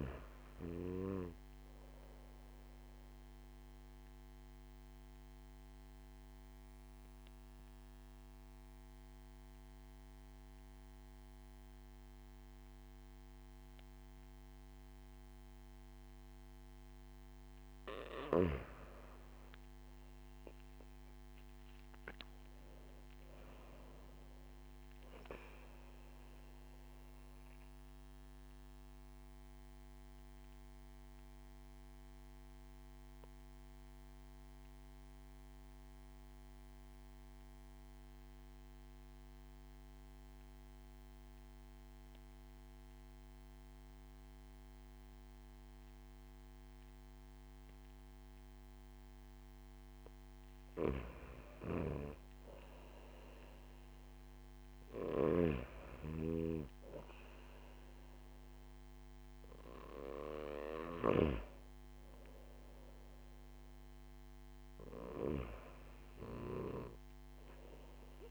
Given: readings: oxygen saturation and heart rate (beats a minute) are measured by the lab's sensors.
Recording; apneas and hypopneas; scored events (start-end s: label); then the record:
breathing in sleep by a microphone on the trachea; 2
4.50-18.00 s: obstructive apnea (oxygen 97% before, 93% lowest)
20.00-23.00 s: arousal
28.50-48.50 s: obstructive apnea (oxygen 97% before, 93% lowest)
50.00-53.50 s: arousal
51.00-68.31 s: oxygen desaturation (device-marked, oxygen 97% before, 93% lowest)
From the record:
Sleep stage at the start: N2 (light sleep); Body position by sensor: on the back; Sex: male